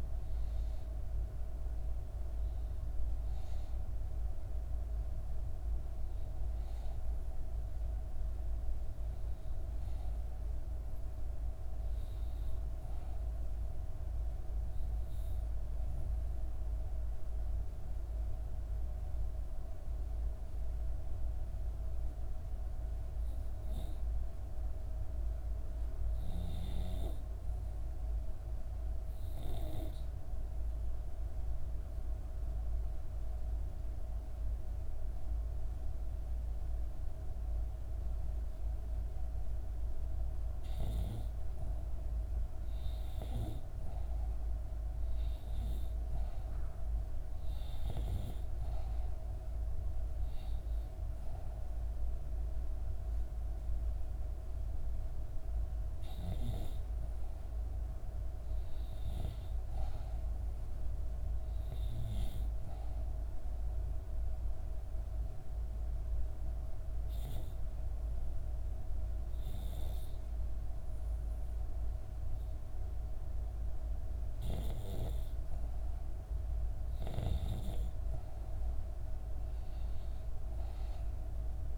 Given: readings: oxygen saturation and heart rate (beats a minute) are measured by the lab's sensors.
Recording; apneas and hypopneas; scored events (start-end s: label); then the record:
breathing in sleep, hard to hear, by a room microphone; 3
12.00-23.00 s: obstructive apnea (oxygen 96% before, 90% lowest, heart rate 66 before, 61 extreme, up 0 after)
24.00-27.00 s: arousal
30.00-40.50 s: obstructive apnea (oxygen 97% before, 90% lowest, heart rate 63 before, 61 extreme, up 2 after)
32.00-68.00 s: oxygen desaturation (device-marked, oxygen 97% before, 90% lowest, heart rate 63 before, 61 extreme)
44.00-47.50 s: arousal
62.50-74.00 s: obstructive apnea (oxygen 96% before, 88% lowest, heart rate 63 before, 66 extreme, up 2 after)
76.00-79.50 s: arousal
From the record:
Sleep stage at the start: REM sleep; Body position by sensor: on the back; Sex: female